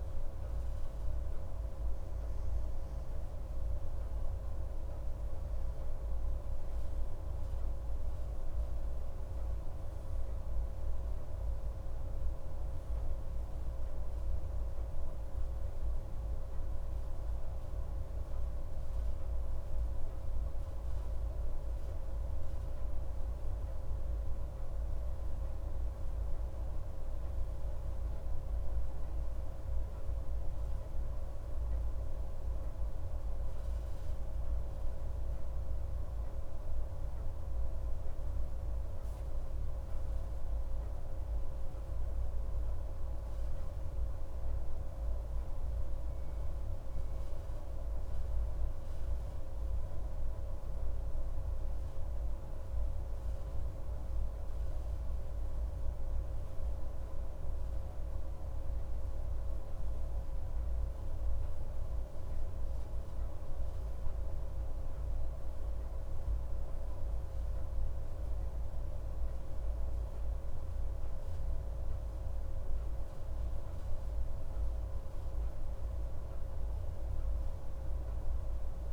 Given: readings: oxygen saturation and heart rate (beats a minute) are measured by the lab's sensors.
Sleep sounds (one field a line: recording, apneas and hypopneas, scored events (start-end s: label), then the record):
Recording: breathing in sleep, hard to hear, by a room microphone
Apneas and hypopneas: none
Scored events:
none scored
From the record:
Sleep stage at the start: N2 (light sleep)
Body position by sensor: on the right side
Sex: male